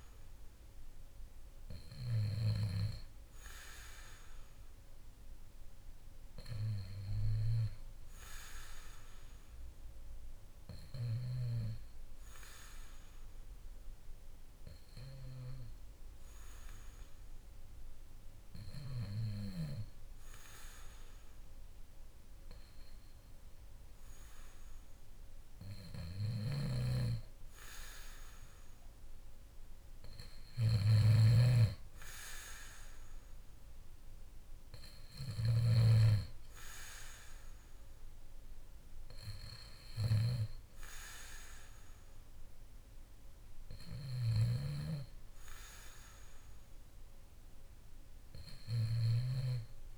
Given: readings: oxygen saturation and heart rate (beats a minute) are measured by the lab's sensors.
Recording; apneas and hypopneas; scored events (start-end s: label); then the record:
breathing in sleep by a room microphone; none
26.00-36.00 s: snoring (device-marked)
44.00-49.98 s: snoring (device-marked)
From the record:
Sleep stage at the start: N2 (light sleep); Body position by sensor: on the back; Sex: male